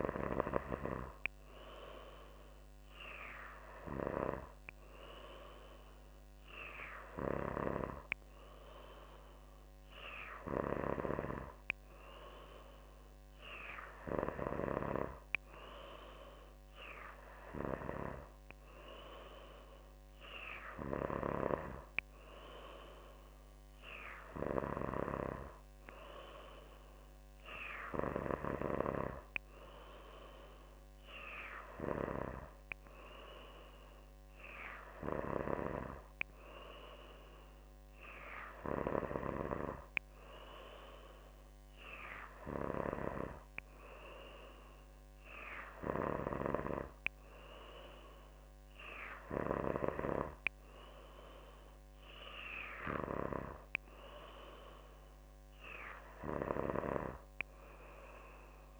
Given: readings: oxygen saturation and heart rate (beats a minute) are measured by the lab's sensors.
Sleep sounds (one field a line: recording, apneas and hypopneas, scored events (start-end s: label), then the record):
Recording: breathing in sleep by a microphone on the trachea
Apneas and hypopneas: none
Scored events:
none scored
From the record:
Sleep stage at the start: N3 (deep sleep)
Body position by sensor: on the back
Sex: female